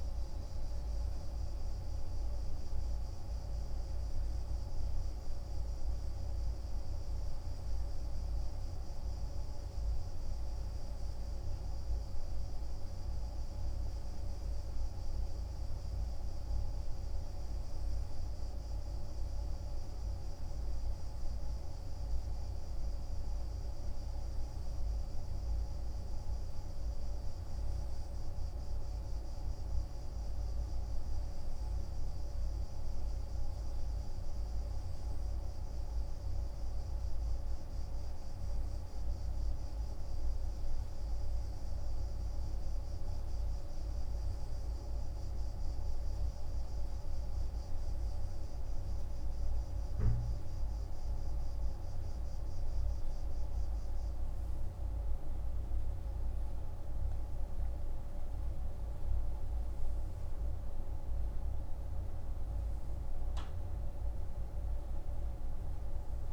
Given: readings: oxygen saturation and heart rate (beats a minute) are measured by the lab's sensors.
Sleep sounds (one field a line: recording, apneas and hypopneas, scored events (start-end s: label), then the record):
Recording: breathing in sleep, hard to hear, by a room microphone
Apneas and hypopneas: none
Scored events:
none scored
From the record:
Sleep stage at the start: N2 (light sleep)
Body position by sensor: on the right side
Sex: male